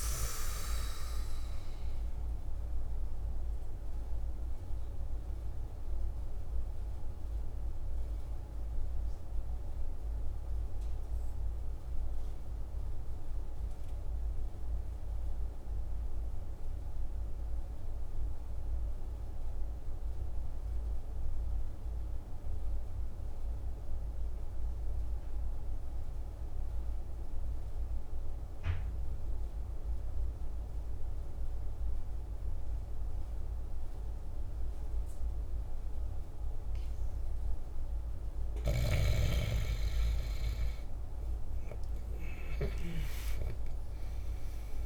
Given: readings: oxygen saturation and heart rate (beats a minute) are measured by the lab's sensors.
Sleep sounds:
breathing in sleep by a room microphone; 1
0.00-15.00 s: oxygen desaturation (device-marked, oxygen 82% lowest, heart rate 46 extreme)
0.50-37.50 s: obstructive apnea (oxygen 97% before, 82% lowest, heart rate 55 before, 46 extreme, up 9 after)
32.00-44.86 s: oxygen desaturation (device-marked, oxygen 99% before, 87% lowest, heart rate 48 before, 46 extreme)
39.50-44.50 s: arousal
From the record:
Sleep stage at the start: N2 (light sleep); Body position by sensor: on the back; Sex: male

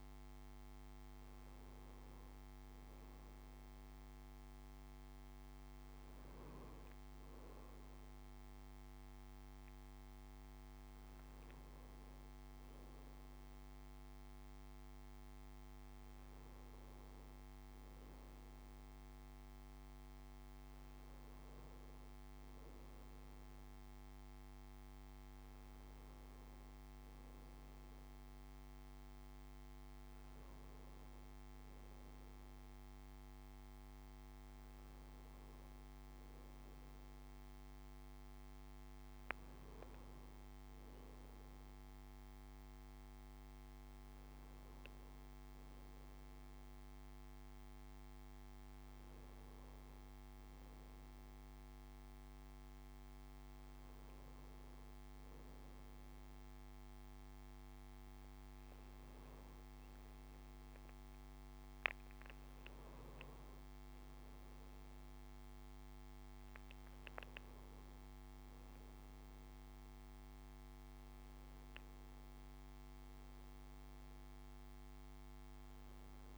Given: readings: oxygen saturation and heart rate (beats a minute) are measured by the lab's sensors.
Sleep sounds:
breathing in sleep, hard to hear, by a microphone on the trachea; none
none scored
From the record:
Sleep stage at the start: N2 (light sleep); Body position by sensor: on the right side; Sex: male

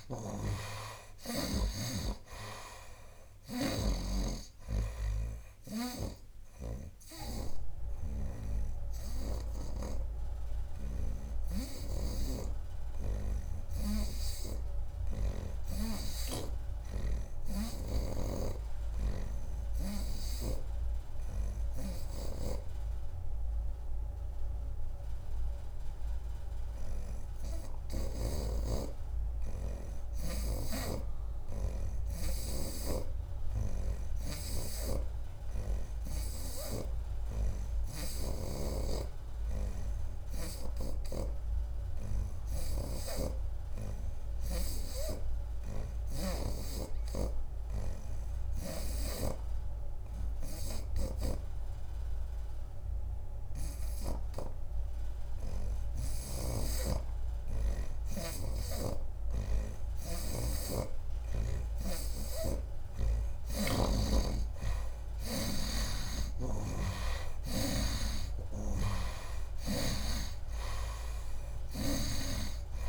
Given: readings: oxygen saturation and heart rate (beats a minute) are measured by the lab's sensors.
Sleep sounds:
breathing in sleep by a room microphone; 1
0.00-3.00 s: arousal
0.00-7.50 s: snoring (device-marked)
0.00-24.00 s: oxygen desaturation (device-marked, oxygen 59% lowest, heart rate 74 extreme)
9.00-63.00 s: hypopnea (oxygen 73% before, 59% lowest, heart rate 84 before, 74 extreme, up 14 after)
12.00-28.50 s: snoring (device-marked)
30.50-34.50 s: snoring (device-marked)
36.50-41.00 s: snoring (device-marked)
37.00-39.00 s: long interval between heartbeats (device-marked, heart rate 77 before, 77 extreme)
39.00-69.00 s: oxygen desaturation (device-marked, oxygen 78% before, 62% lowest, heart rate 77 before, 74 extreme)
43.00-46.50 s: snoring (device-marked)
43.50-45.50 s: long interval between heartbeats (device-marked, heart rate 77 before, 82 extreme)
51.00-54.50 s: snoring (device-marked)
52.50-54.50 s: long interval between heartbeats (device-marked, heart rate 79 before, 83 extreme)
56.50-60.50 s: snoring (device-marked)
59.00-61.00 s: long interval between heartbeats (device-marked, heart rate 81 before, 79 extreme)
62.50-70.00 s: snoring (device-marked)
66.00-71.00 s: arousal
From the record:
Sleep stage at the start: N2 (light sleep); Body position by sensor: on the right side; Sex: male

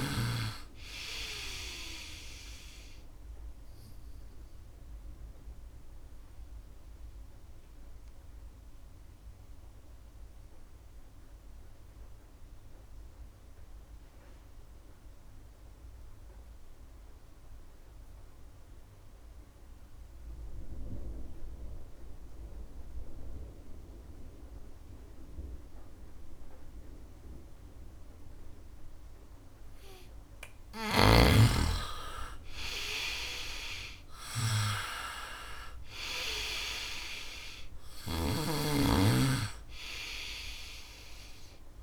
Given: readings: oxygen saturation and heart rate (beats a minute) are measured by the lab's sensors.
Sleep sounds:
breathing in sleep by a room microphone; 1
0.00-19.50 s: oxygen desaturation (device-marked, oxygen 87% lowest, heart rate 66 extreme)
5.50-29.50 s: obstructive apnea (oxygen 98% before, 85% lowest, heart rate 69 before, 64 extreme)
27.50-41.83 s: oxygen desaturation (device-marked, oxygen 99% before, 85% lowest, heart rate 72 before, 64 extreme)
30.50-38.00 s: snoring (device-marked)
31.50-35.50 s: arousal
From the record:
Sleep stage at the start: N2 (light sleep); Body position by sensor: on the right side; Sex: male

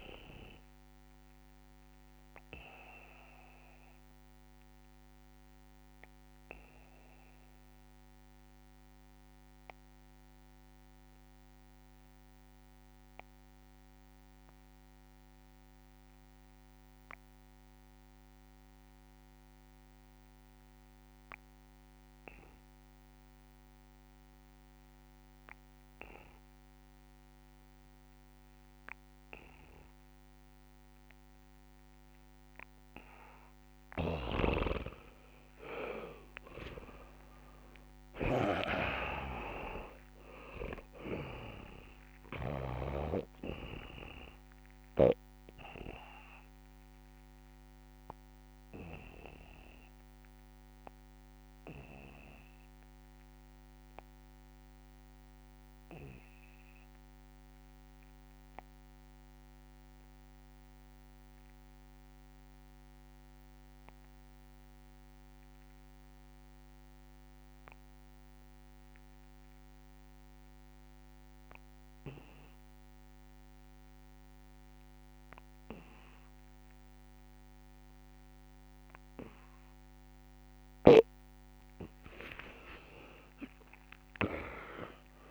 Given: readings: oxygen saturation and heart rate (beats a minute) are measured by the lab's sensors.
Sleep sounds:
breathing in sleep by a microphone on the trachea; 2
0.00-17.50 s: oxygen desaturation (device-marked, oxygen 82% lowest, heart rate 46 extreme)
1.50-33.50 s: obstructive apnea (oxygen 99% before, 82% lowest, heart rate 67 before, 39 extreme, up 4 after)
30.50-63.50 s: oxygen desaturation (device-marked, oxygen 98% before, 83% lowest, heart rate 68 before, 39 extreme)
33.50-42.50 s: snoring (device-marked)
35.50-40.50 s: arousal
36.00-38.00 s: long interval between heartbeats (device-marked, heart rate 68 before, 70 extreme)
48.50-79.50 s: mixed apnea (oxygen 99% before, 81% lowest, heart rate 59 before, 26 extreme, up 15 after)
75.50-85.31 s: oxygen desaturation (device-marked, oxygen 99% before, 90% lowest, heart rate 68 before, 26 extreme)
80.50-85.31 s: snoring (device-marked)
82.00-84.00 s: long interval between heartbeats (device-marked, heart rate 68 before, 79 extreme)
82.00-85.31 s: arousal
84.00-85.31 s: long interval between heartbeats (device-marked, heart rate 68 before, 76 extreme)
From the record:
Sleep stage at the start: N2 (light sleep); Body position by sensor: on the back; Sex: male

